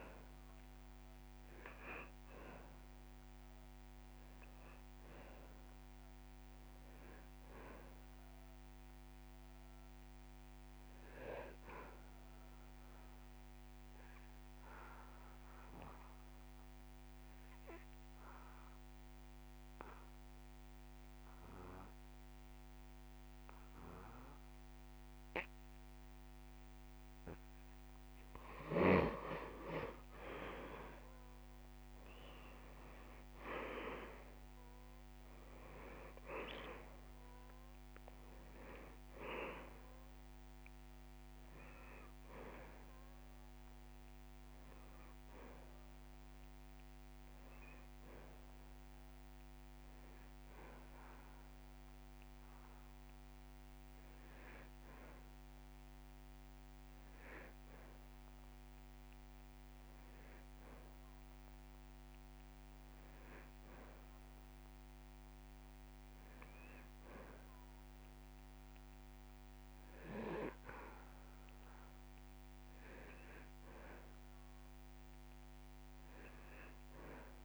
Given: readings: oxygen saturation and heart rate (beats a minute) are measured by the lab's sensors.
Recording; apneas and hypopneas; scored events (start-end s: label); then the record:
breathing in sleep by a microphone on the trachea; 2
5.00-8.50 s: arousal
14.00-28.00 s: obstructive apnea (oxygen 98% before, 87% lowest)
31.50-35.00 s: arousal
34.50-67.50 s: oxygen desaturation (device-marked, oxygen 97% before, 87% lowest)
47.00-60.50 s: hypopnea (oxygen 97% before, 87% lowest)
66.50-70.50 s: arousal
69.50-71.50 s: long interval between heartbeats (device-marked)
From the record:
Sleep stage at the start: N2 (light sleep); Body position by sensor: on the back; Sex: male